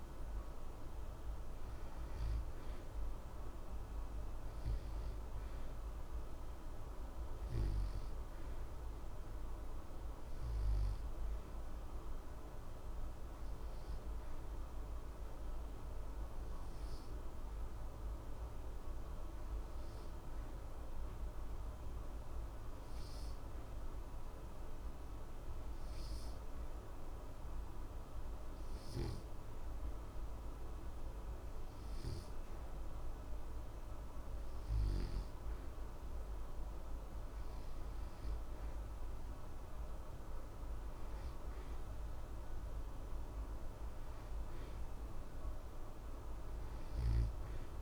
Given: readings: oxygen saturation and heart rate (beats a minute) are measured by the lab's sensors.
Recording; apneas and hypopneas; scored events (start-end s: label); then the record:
breathing in sleep, hard to hear, by a room microphone; 1
13.50-31.50 s: obstructive apnea (oxygen 93% before, 88% lowest, heart rate 61 before, 60 extreme, up 0 after)
33.00-37.50 s: arousal
From the record:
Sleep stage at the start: N2 (light sleep); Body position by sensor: on the back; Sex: male